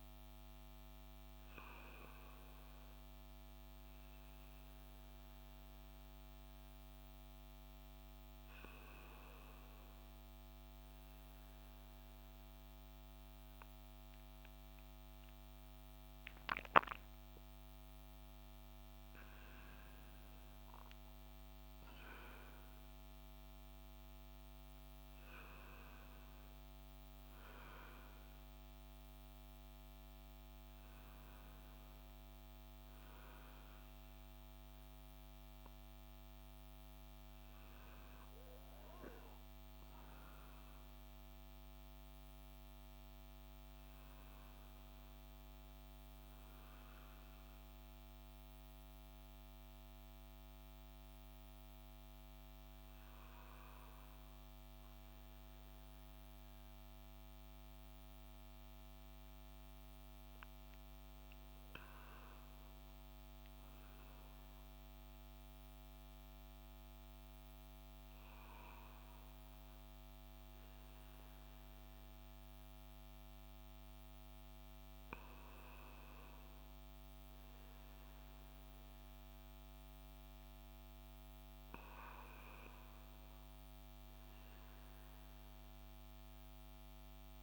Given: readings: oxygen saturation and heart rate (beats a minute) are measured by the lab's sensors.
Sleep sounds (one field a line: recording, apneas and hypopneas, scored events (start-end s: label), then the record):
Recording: breathing in sleep, hard to hear, by a microphone on the trachea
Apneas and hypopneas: none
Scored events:
34.00-39.50 s: arousal
From the record:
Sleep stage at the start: N1 (lightest sleep)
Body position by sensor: on the left side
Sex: male